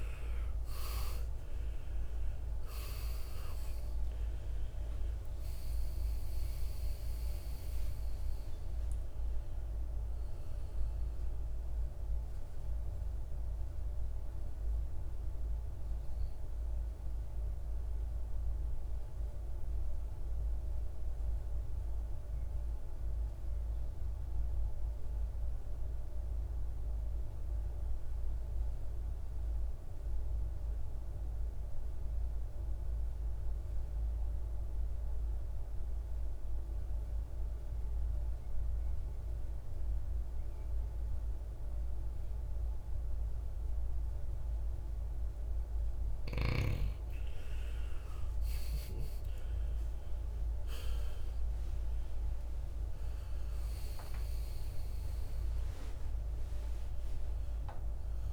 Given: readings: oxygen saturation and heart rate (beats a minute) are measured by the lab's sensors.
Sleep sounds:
breathing in sleep, hard to hear, by a room microphone; 1
0.00-4.00 s: arousal
0.00-28.00 s: oxygen desaturation (device-marked, oxygen 84% lowest, heart rate 52 extreme)
12.00-45.50 s: mixed apnea (oxygen 98% before, 84% lowest, heart rate 69 before, 52 extreme, up 20 after)
42.00-58.33 s: oxygen desaturation (device-marked, oxygen 99% before, 85% lowest, heart rate 56 before, 51 extreme)
48.50-53.50 s: arousal
From the record:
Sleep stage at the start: N2 (light sleep); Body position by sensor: on the right side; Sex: male

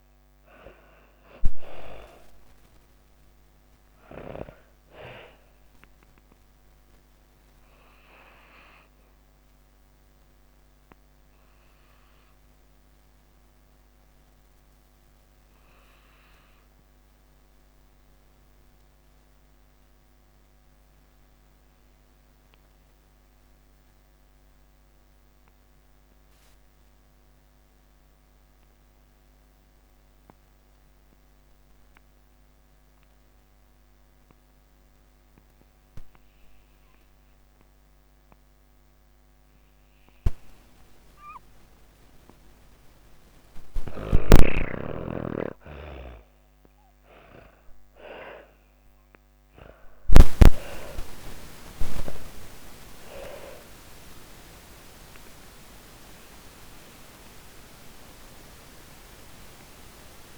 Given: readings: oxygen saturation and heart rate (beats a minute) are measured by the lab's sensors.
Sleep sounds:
breathing in sleep by a microphone on the trachea; 1
0.00-21.50 s: oxygen desaturation (device-marked, oxygen 78% lowest)
4.50-41.50 s: obstructive apnea (oxygen 98% before, 78% lowest)
37.50-60.37 s: oxygen desaturation (device-marked, oxygen 100% before, 78% lowest)
45.00-50.00 s: arousal
From the record:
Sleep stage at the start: N2 (light sleep); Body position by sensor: on the back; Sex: female

